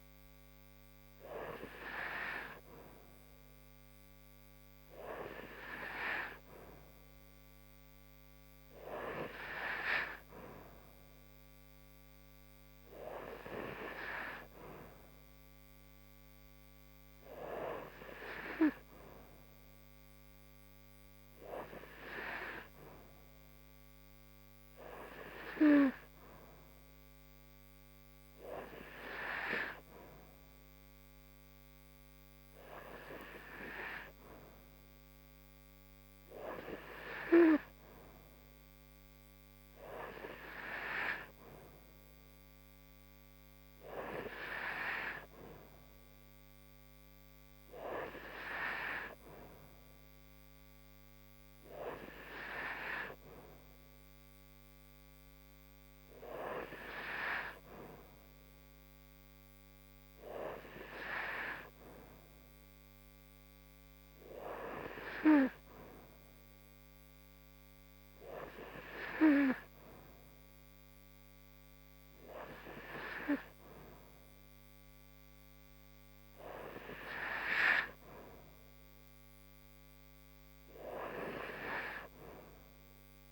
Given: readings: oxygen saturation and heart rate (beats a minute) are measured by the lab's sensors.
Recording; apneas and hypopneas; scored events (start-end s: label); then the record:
breathing in sleep by a microphone on the trachea; none
none scored
From the record:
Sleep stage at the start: N3 (deep sleep); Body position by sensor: upright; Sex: female